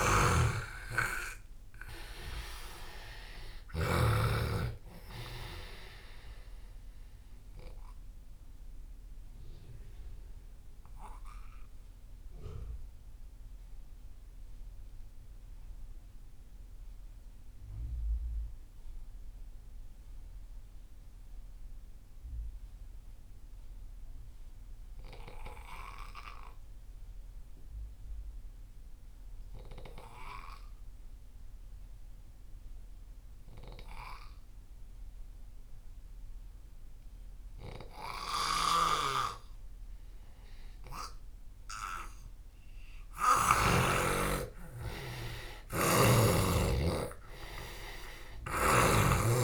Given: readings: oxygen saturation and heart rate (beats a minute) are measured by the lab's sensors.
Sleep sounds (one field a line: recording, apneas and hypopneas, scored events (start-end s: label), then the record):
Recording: breathing in sleep by a room microphone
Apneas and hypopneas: 1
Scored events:
0.00-1.50 s: arousal
0.00-4.00 s: snoring (device-marked)
0.00-24.50 s: oxygen desaturation (device-marked, oxygen 87% lowest)
9.50-44.00 s: mixed apnea (oxygen 98% before, 85% lowest)
35.50-49.44 s: oxygen desaturation (device-marked, oxygen 98% before, 85% lowest)
38.50-43.50 s: snoring (device-marked)
45.50-49.44 s: arousal
From the record:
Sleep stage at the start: N2 (light sleep)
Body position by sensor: on the left side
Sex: male